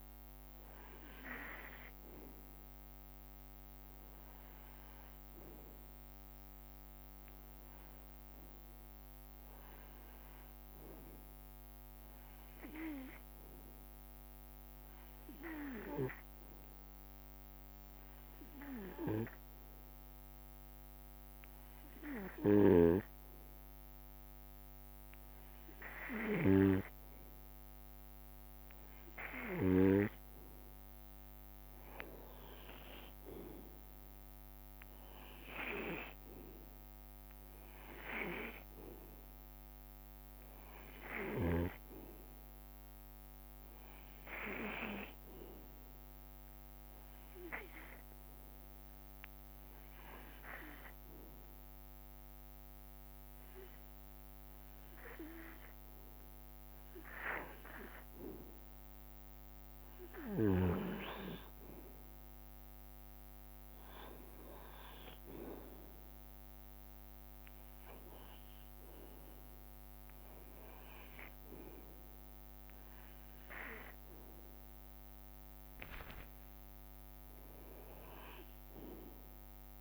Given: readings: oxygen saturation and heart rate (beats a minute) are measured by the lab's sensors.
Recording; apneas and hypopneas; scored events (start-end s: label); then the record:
breathing in sleep by a microphone on the trachea; 2
15.50-28.50 s: hypopnea (oxygen 92% before, 89% lowest)
32.00-36.00 s: arousal
32.50-35.00 s: leg movement (device-marked)
37.00-52.00 s: bradycardia (device-marked)
47.00-58.00 s: hypopnea (oxygen 92% before, 89% lowest)
48.00-51.00 s: leg movement (device-marked)
63.00-68.00 s: arousal
78.00-79.81 s: bradycardia (device-marked)
From the record:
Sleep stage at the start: REM sleep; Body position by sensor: on the right side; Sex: male